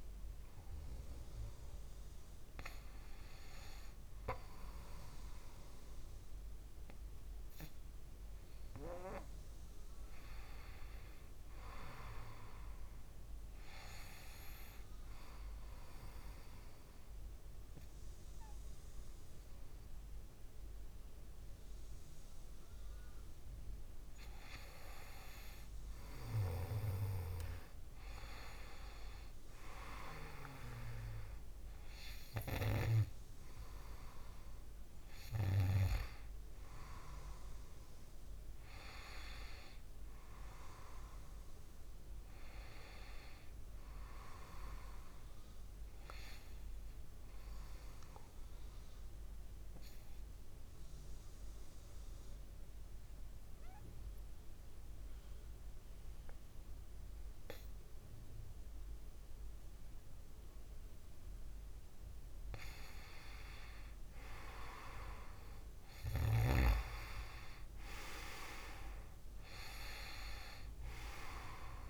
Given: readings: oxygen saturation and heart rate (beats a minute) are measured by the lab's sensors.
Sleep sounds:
breathing in sleep by a room microphone; 2
10.00-12.50 s: arousal
14.00-25.00 s: obstructive apnea (oxygen 97% before, 91% lowest, heart rate 60 before, 59 extreme, up 3 after)
27.50-31.00 s: arousal
46.50-61.00 s: obstructive apnea (oxygen 96% before, 91% lowest, heart rate 61 before, 60 extreme, up 2 after)
62.50-65.50 s: arousal
64.00-71.90 s: oxygen desaturation (device-marked, oxygen 97% before, 91% lowest, heart rate 63 before, 60 extreme)
From the record:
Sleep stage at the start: N2 (light sleep); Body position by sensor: on the back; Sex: male

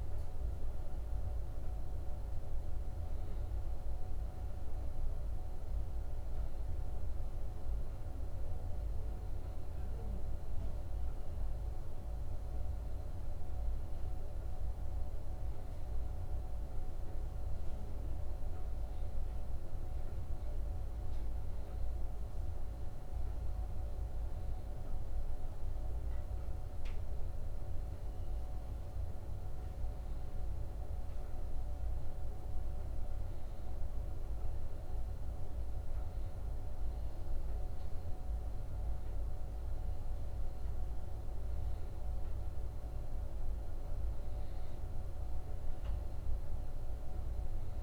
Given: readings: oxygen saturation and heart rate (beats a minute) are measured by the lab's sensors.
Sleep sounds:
breathing in sleep, hard to hear, by a room microphone; none
none scored
From the record:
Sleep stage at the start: N2 (light sleep); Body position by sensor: on the back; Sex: male

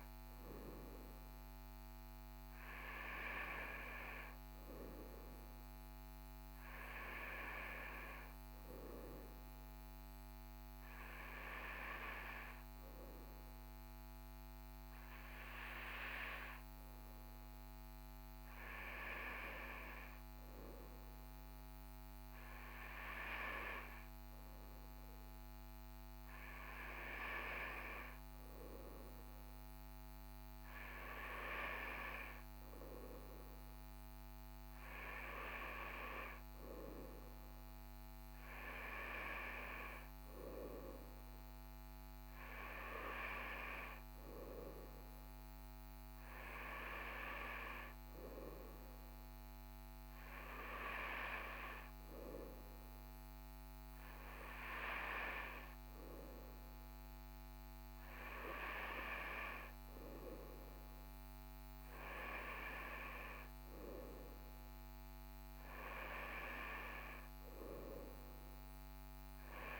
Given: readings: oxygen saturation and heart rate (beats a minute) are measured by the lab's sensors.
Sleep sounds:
breathing in sleep by a microphone on the trachea; none
none scored
From the record:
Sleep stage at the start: N2 (light sleep); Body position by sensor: on the right side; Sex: male

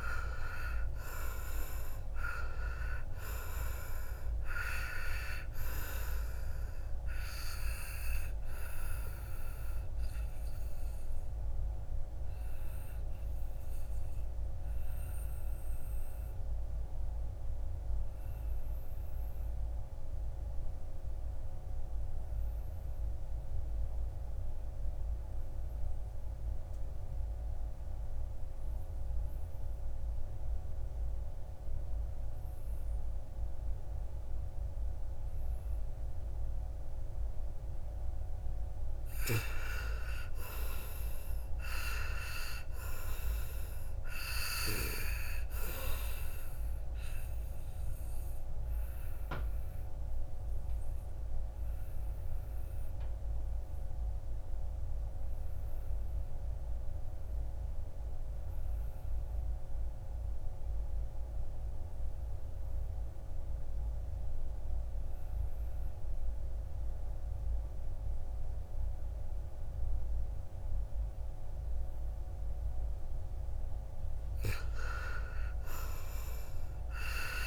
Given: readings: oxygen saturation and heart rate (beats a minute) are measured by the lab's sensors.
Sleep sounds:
breathing in sleep by a room microphone; 2
0.00-20.00 s: oxygen desaturation (device-marked, oxygen 78% lowest, heart rate 57 extreme)
8.00-38.00 s: obstructive apnea (oxygen 97% before, 78% lowest, heart rate 68 before, 57 extreme, up 11 after)
37.00-63.00 s: oxygen desaturation (device-marked, oxygen 98% before, 81% lowest, heart rate 58 before, 57 extreme)
39.50-43.00 s: arousal
48.50-72.00 s: obstructive apnea (oxygen 99% before, 81% lowest, heart rate 63 before, 54 extreme, up 12 after)
74.00-77.47 s: arousal
74.00-77.47 s: oxygen desaturation (device-marked, oxygen 98% before, 81% lowest, heart rate 60 before, 53 extreme)
From the record:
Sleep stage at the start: N2 (light sleep); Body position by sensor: on the back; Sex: male

